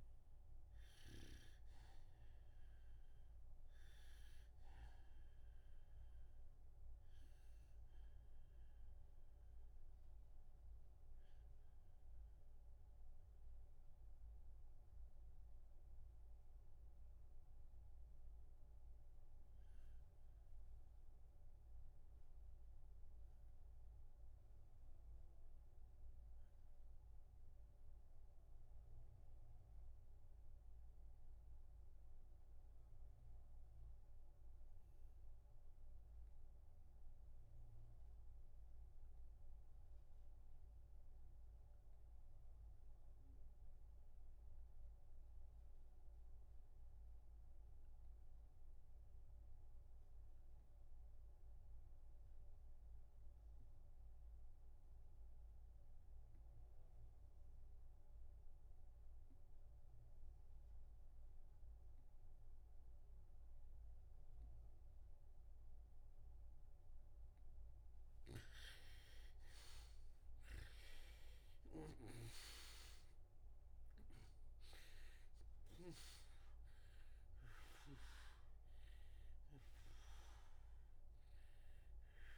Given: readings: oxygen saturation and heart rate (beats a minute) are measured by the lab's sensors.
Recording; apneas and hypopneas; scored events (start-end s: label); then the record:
breathing in sleep by a room microphone; 1
0.00-26.00 s: oxygen desaturation (device-marked, oxygen 78% lowest, heart rate 61 extreme)
7.50-67.00 s: obstructive apnea (oxygen 97% before, 76% lowest, heart rate 68 before, 55 extreme, up 10 after)
45.00-82.38 s: oxygen desaturation (device-marked, oxygen 98% before, 76% lowest, heart rate 63 before, 55 extreme)
69.00-74.00 s: arousal
71.50-76.00 s: snoring (device-marked)
From the record:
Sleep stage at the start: REM sleep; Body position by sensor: on the back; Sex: male